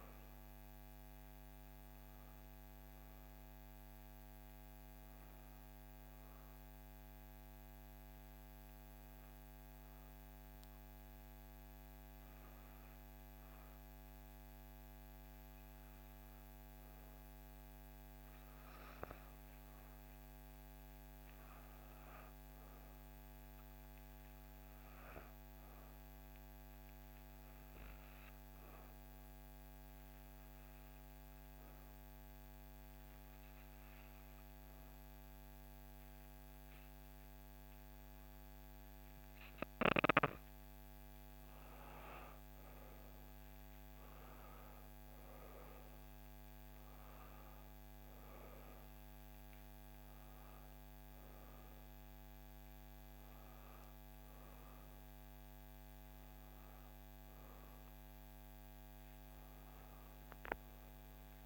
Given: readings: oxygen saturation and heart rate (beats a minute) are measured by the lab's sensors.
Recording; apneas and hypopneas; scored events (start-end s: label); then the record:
breathing in sleep, hard to hear, by a microphone on the trachea; 2
7.50-18.50 s: obstructive apnea (oxygen 95% before, 87% lowest, heart rate 64 before, 59 extreme, up 3 after)
20.00-23.00 s: arousal
27.00-41.00 s: obstructive apnea (oxygen 96% before, 87% lowest, heart rate 60 before, 60 extreme, up 5 after)
28.50-37.50 s: oxygen desaturation (device-marked, oxygen 96% before, 92% lowest, heart rate 60 before, 60 extreme)
42.50-45.50 s: arousal
44.50-61.46 s: new sleep stage, N1 (lightest sleep)
44.50-61.46 s: oxygen desaturation (device-marked, oxygen 93% before, 87% lowest, heart rate 61 before, 62 extreme)
From the record:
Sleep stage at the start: N2 (light sleep); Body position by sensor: on the back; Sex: female